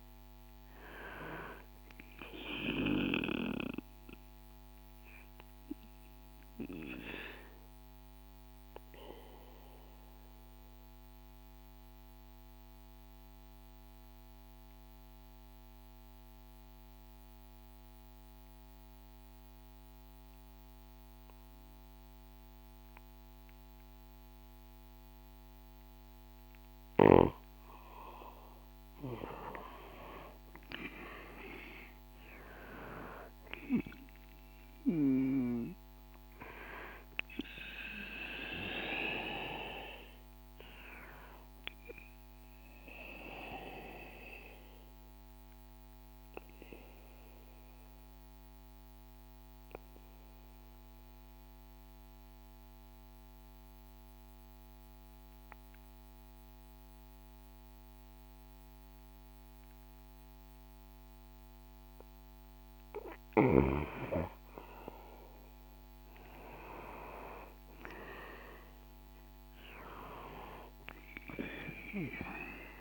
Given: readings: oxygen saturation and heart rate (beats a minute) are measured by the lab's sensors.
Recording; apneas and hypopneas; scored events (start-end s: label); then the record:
breathing in sleep by a microphone on the trachea; 2
0.00-18.50 s: oxygen desaturation (device-marked, oxygen 92% lowest, heart rate 63 extreme)
4.50-27.50 s: obstructive apnea (oxygen 98% before, 92% lowest, heart rate 69 before, 63 extreme, up 4 after)
29.50-33.50 s: arousal
33.50-56.50 s: oxygen desaturation (device-marked, oxygen 98% before, 93% lowest, heart rate 66 before, 62 extreme)
43.00-62.00 s: obstructive apnea (oxygen 98% before, 93% lowest, heart rate 66 before, 62 extreme, up 9 after)
65.50-70.50 s: arousal
From the record:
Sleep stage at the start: N2 (light sleep); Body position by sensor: on the back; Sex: male